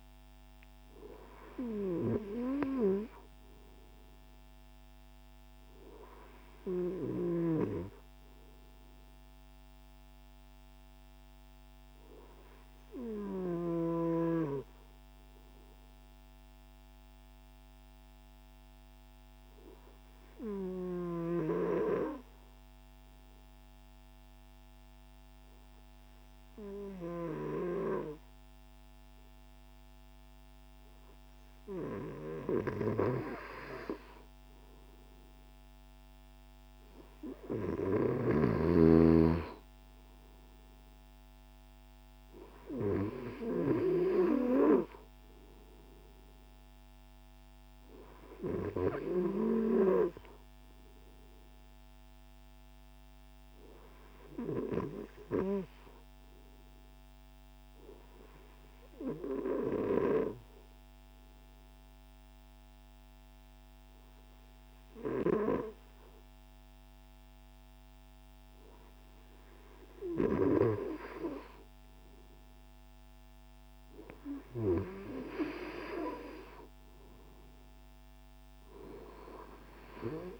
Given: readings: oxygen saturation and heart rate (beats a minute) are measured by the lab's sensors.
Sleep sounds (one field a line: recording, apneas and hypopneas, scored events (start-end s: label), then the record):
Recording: breathing in sleep by a microphone on the trachea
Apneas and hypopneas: 2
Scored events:
7.50-31.50 s: obstructive apnea (oxygen 98% before, 95% lowest, heart rate 127 before, 66 extreme)
37.00-41.50 s: arousal
51.50-71.50 s: obstructive apnea (oxygen 97% before, 94% lowest)
75.50-80.00 s: arousal
From the record:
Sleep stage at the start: N2 (light sleep)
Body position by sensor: on the right side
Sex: male